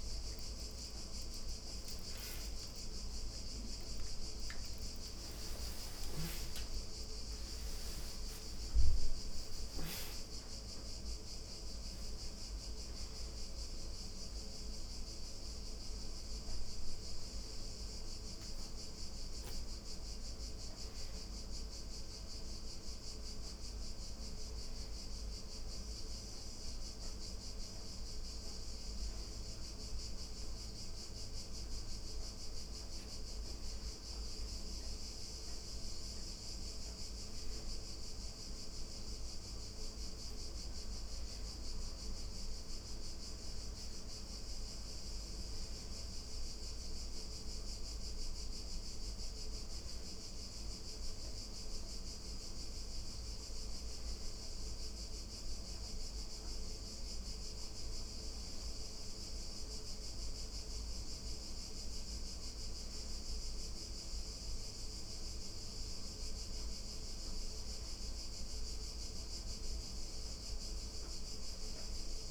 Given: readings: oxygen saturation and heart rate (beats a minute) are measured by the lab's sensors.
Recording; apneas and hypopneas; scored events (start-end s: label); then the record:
a person awake in a sleep study, hard to hear, by a room microphone; none
none scored
From the record:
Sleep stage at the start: awake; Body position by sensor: on the back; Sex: female